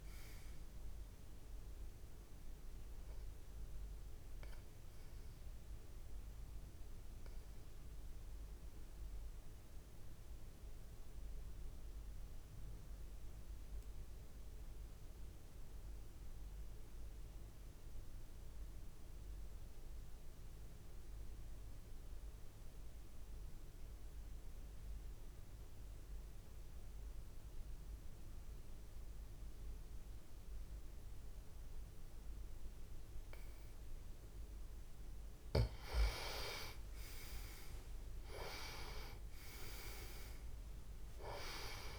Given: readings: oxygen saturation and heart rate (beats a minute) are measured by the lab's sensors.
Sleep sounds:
breathing in sleep by a room microphone; 1
0.00-14.50 s: oxygen desaturation (device-marked, oxygen 88% lowest)
6.50-33.50 s: obstructive apnea (oxygen 97% before, 88% lowest)
30.50-41.99 s: oxygen desaturation (device-marked, oxygen 98% before, 88% lowest)
36.00-39.50 s: arousal
From the record:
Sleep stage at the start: N2 (light sleep); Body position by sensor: on the back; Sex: male

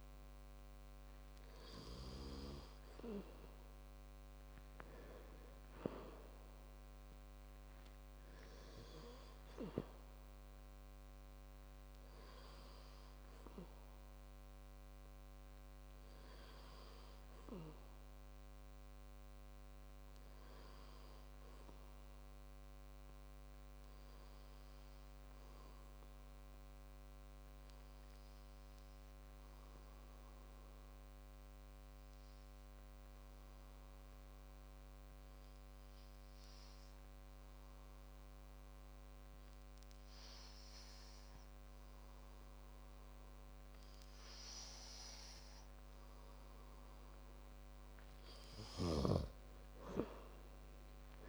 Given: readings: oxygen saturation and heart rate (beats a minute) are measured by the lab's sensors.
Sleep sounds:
breathing in sleep by a microphone on the trachea; 1
11.00-13.00 s: oxygen desaturation (device-marked, oxygen 96% before, 88% lowest, heart rate 62 before, 51 extreme)
17.50-20.50 s: arousal
25.00-46.00 s: hypopnea (oxygen 97% before, 94% lowest, heart rate 55 before, 49 extreme, up 8 after)
From the record:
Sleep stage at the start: N2 (light sleep); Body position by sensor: on the back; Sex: male

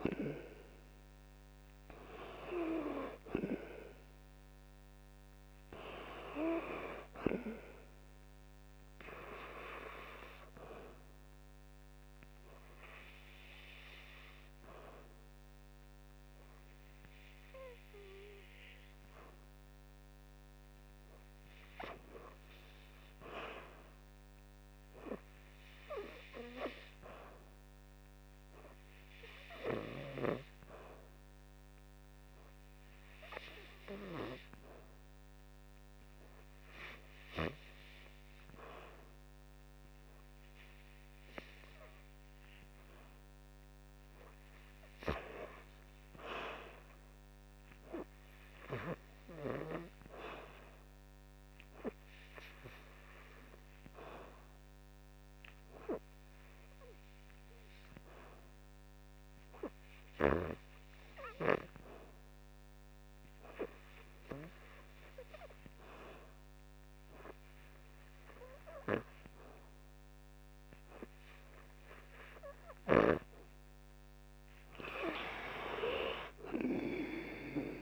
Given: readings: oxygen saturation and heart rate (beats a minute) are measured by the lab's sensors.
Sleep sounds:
breathing in sleep by a microphone on the trachea; 2
1.50-18.50 s: oxygen desaturation (device-marked, oxygen 96% before, 87% lowest, heart rate 64 before, 61 extreme)
12.00-41.50 s: hypopnea (oxygen 96% before, 80% lowest, heart rate 65 before, 60 extreme, up 0 after)
33.50-66.50 s: oxygen desaturation (device-marked, oxygen 96% before, 81% lowest, heart rate 64 before, 54 extreme)
44.50-48.50 s: arousal
57.00-73.50 s: hypopnea (oxygen 95% before, 80% lowest, heart rate 61 before, 54 extreme, up 14 after)
75.00-77.82 s: arousal
76.50-77.82 s: oxygen desaturation (device-marked, oxygen 86% before, 80% lowest, heart rate 63 before, 54 extreme)
From the record:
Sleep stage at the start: N2 (light sleep); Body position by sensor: on the back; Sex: male

